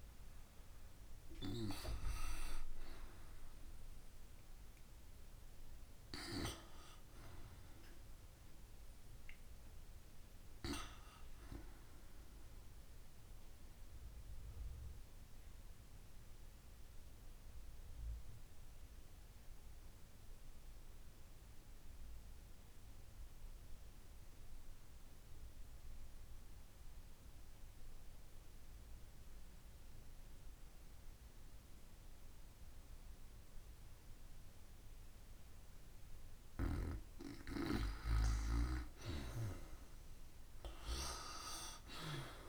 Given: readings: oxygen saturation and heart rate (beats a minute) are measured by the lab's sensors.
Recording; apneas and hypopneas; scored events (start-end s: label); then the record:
breathing in sleep by a room microphone; 1
0.00-39.00 s: oxygen desaturation (device-marked, oxygen 85% lowest, heart rate 52 extreme)
13.00-36.50 s: obstructive apnea (oxygen 98% before, 85% lowest, heart rate 62 before, 52 extreme, up 11 after)
39.50-42.49 s: arousal
From the record:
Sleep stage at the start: N2 (light sleep); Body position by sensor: on the back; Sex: female